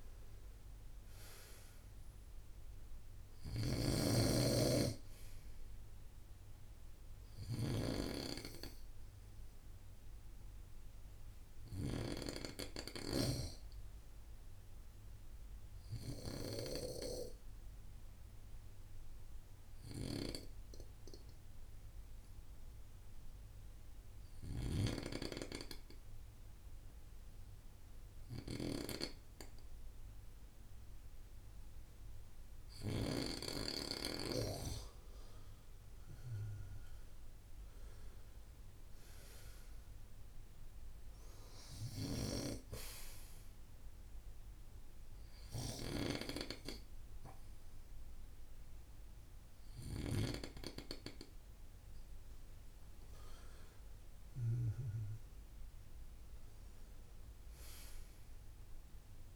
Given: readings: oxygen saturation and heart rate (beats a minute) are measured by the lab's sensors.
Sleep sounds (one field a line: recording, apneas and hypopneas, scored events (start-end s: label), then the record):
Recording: breathing in sleep by a room microphone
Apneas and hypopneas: 1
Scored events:
0.00-25.00 s: oxygen desaturation (device-marked, oxygen 92% lowest, heart rate 52 extreme)
3.00-13.00 s: snoring (device-marked)
15.00-34.50 s: obstructive apnea (oxygen 97% before, 91% lowest, heart rate 58 before, 52 extreme, up 10 after)
36.00-40.00 s: arousal
39.00-59.36 s: oxygen desaturation (device-marked, oxygen 96% before, 91% lowest, heart rate 57 before, 53 extreme)
From the record:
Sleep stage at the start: N2 (light sleep)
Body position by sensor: on the right side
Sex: male